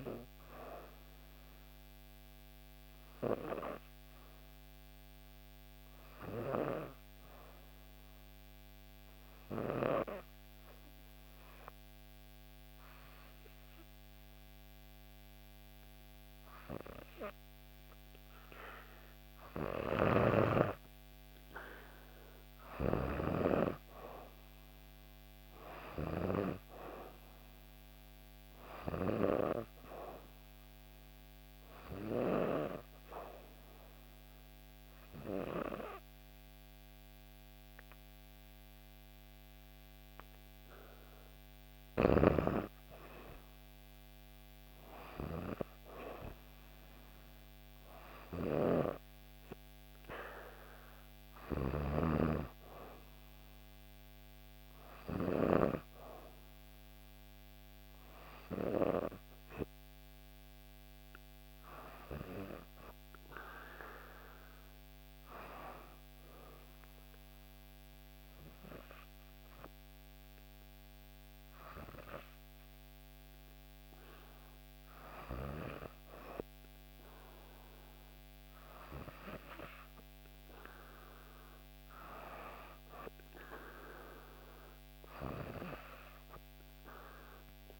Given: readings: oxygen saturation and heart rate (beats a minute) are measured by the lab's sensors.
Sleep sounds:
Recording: breathing in sleep by a microphone on the trachea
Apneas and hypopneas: 2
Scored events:
6.00-19.00 s: obstructive apnea (oxygen 96% before, 93% lowest, heart rate 65 before, 63 extreme, up 4 after)
20.50-24.00 s: arousal
25.00-42.00 s: oxygen desaturation (device-marked, oxygen 96% before, 93% lowest, heart rate 64 before, 63 extreme)
31.50-41.50 s: obstructive apnea (oxygen 96% before, 93% lowest, heart rate 66 before, 63 extreme, up 2 after)
43.50-47.50 s: arousal
From the record:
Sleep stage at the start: N2 (light sleep)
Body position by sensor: on the back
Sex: female

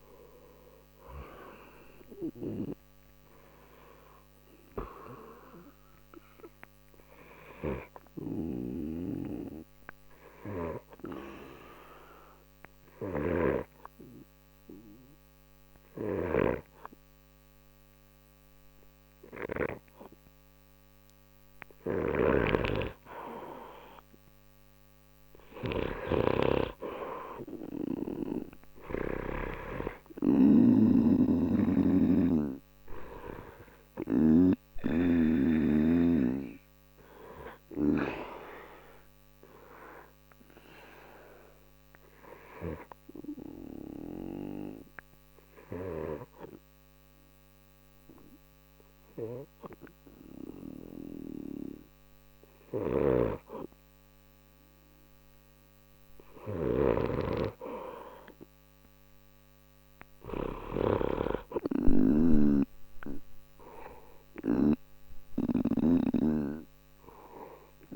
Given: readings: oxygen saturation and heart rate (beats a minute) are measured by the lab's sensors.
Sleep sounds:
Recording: breathing in sleep by a microphone on the trachea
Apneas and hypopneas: 2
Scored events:
8.00-38.00 s: snoring (device-marked)
9.00-21.50 s: obstructive apnea (oxygen 96% before, 92% lowest, heart rate 70 before, 53 extreme, up 1 after)
23.50-27.50 s: arousal
33.00-45.00 s: oxygen desaturation (device-marked, oxygen 96% before, 92% lowest, heart rate 61 before, 52 extreme)
41.50-56.00 s: obstructive apnea (oxygen 96% before, 92% lowest, heart rate 59 before, 35 extreme, up 1 after)
52.50-67.96 s: snoring (device-marked)
From the record:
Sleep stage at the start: N2 (light sleep)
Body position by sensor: on the right side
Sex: male

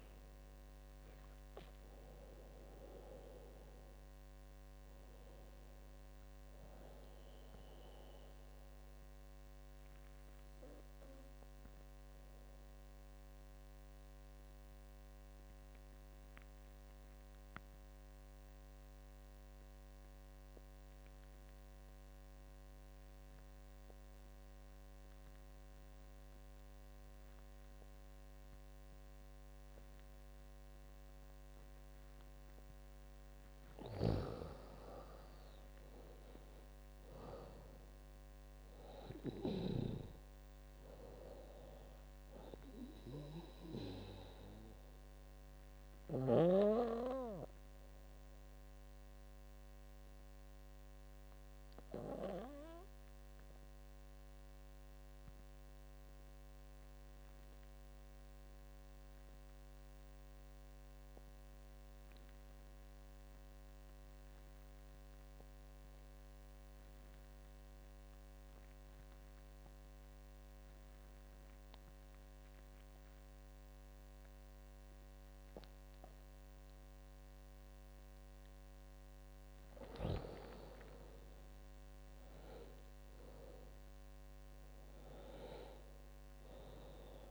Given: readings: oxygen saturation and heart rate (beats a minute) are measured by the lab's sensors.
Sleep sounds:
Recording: breathing in sleep by a microphone on the trachea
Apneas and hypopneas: 2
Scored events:
0.00-10.50 s: drop in pulse transit time (device-marked, heart rate 74 extreme)
0.00-22.50 s: oxygen desaturation (device-marked, oxygen 92% lowest, heart rate 68 extreme)
8.50-32.00 s: obstructive apnea (oxygen 98% before, 83% lowest, heart rate 81 before, 68 extreme, up 12 after)
31.50-57.50 s: oxygen desaturation (device-marked, oxygen 99% before, 88% lowest, heart rate 75 before, 67 extreme)
33.50-38.00 s: arousal
33.50-39.50 s: snoring (device-marked)
35.50-47.50 s: drop in pulse transit time (device-marked, heart rate 77 before, 76 extreme)
46.50-79.00 s: obstructive apnea (oxygen 99% before, 82% lowest, heart rate 84 before, 67 extreme, up 22 after)
66.50-87.31 s: oxygen desaturation (device-marked, oxygen 99% before, 82% lowest, heart rate 73 before, 67 extreme)
79.50-87.31 s: drop in pulse transit time (device-marked, heart rate 76 before, 67 extreme)
81.00-85.00 s: arousal
From the record:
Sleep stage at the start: N2 (light sleep)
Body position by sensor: on the back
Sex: female

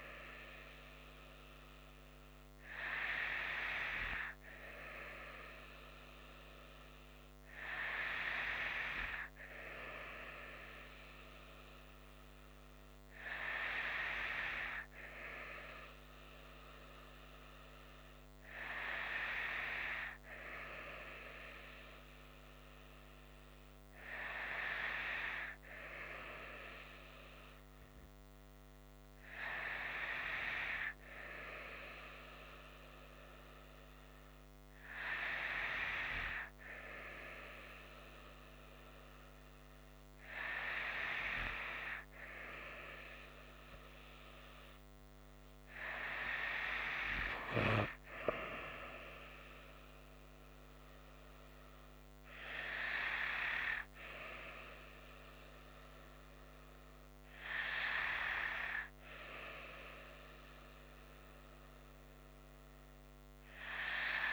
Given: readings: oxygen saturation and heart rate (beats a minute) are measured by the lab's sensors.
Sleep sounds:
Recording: breathing in sleep by a microphone on the trachea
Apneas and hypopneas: none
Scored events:
none scored
From the record:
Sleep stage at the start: N2 (light sleep)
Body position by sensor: on the right side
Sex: female

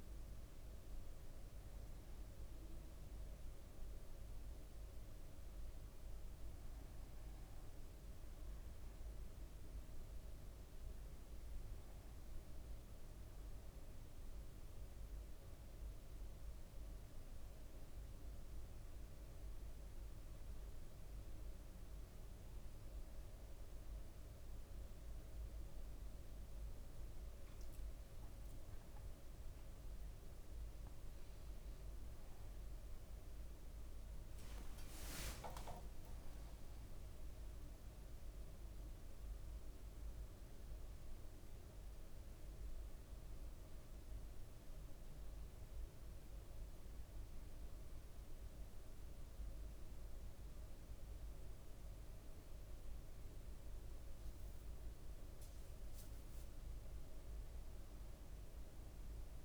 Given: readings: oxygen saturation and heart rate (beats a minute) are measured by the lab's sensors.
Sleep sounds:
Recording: a person awake in a sleep study, hard to hear, by a room microphone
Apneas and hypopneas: none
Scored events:
21.50-51.50 s: new sleep stage, awake
34.50-37.50 s: leg movement (device-marked)
51.50-59.45 s: new sleep stage, N1 (lightest sleep)
55.50-58.00 s: leg movement (device-marked)
From the record:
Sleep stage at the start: N1 (lightest sleep)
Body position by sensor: on the right side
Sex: male

